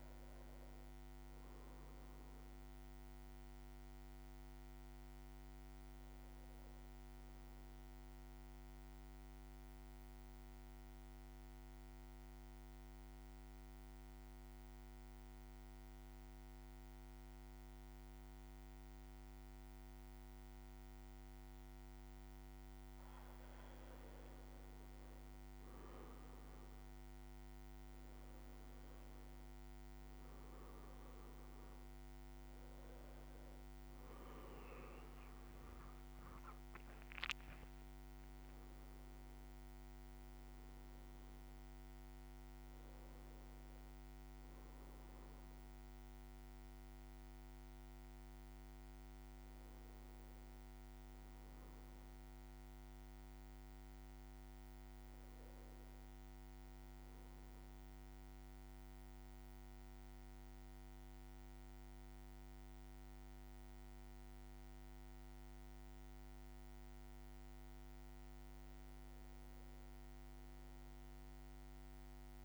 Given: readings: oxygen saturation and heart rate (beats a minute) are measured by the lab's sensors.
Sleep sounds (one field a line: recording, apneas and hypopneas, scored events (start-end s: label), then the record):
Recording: breathing in sleep, hard to hear, by a microphone on the trachea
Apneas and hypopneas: 2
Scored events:
0.00-2.00 s: drop in pulse transit time (device-marked, heart rate 56 extreme)
0.00-9.00 s: oxygen desaturation (device-marked, oxygen 95% lowest, heart rate 55 extreme)
0.00-24.00 s: bradycardia (device-marked, heart rate 53 extreme)
7.50-21.50 s: central apnea (oxygen 98% before, 94% lowest, heart rate 57 before, 55 extreme, up 6 after)
23.50-28.50 s: arousal
24.00-26.50 s: leg movement (device-marked)
31.00-53.00 s: oxygen desaturation (device-marked, oxygen 98% before, 94% lowest, heart rate 57 before, 53 extreme)
32.00-40.00 s: drop in pulse transit time (device-marked, heart rate 57 before, 60 extreme)
43.00-72.45 s: bradycardia (device-marked, heart rate 58 before, 53 extreme)
53.00-55.50 s: arousal
57.00-68.00 s: central apnea (oxygen 99% before, 96% lowest, heart rate 59 before, 53 extreme, up 6 after)
70.50-72.45 s: leg movement (device-marked)
From the record:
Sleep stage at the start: N1 (lightest sleep)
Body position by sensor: on the back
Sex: male